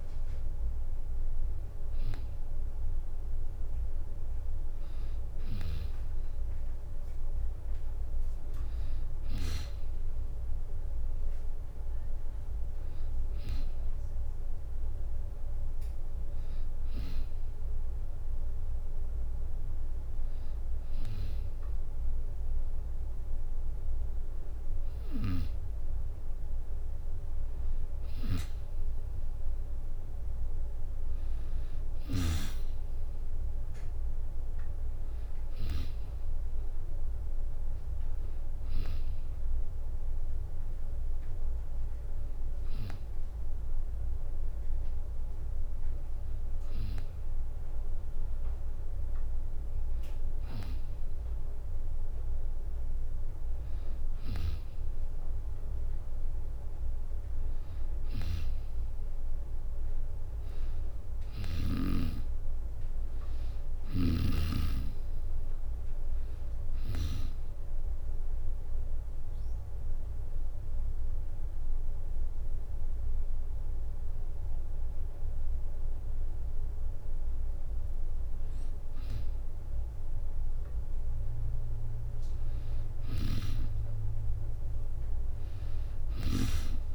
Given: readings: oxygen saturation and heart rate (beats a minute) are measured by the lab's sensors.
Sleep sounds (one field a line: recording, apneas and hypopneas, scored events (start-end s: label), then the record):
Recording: breathing in sleep by a room microphone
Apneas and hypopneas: 1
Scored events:
0.00-3.50 s: oxygen desaturation (device-marked, oxygen 92% lowest, heart rate 33 extreme)
0.00-6.50 s: bradycardia (device-marked, heart rate 33 extreme)
24.50-32.00 s: snoring (device-marked)
42.50-44.50 s: long interval between heartbeats (device-marked, heart rate 69 before, 76 extreme)
46.00-48.00 s: long interval between heartbeats (device-marked, heart rate 70 before, 94 extreme)
53.50-55.50 s: long interval between heartbeats (device-marked, heart rate 76 before, 83 extreme)
57.50-61.50 s: snoring (device-marked)
62.00-65.50 s: arousal
63.50-67.00 s: snoring (device-marked)
70.00-80.50 s: hypopnea (oxygen 95% before, 93% lowest, heart rate 76 before, 64 extreme, up 5 after)
82.00-85.00 s: arousal
82.50-86.00 s: snoring (device-marked)
From the record:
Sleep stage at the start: N2 (light sleep)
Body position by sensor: on the back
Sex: female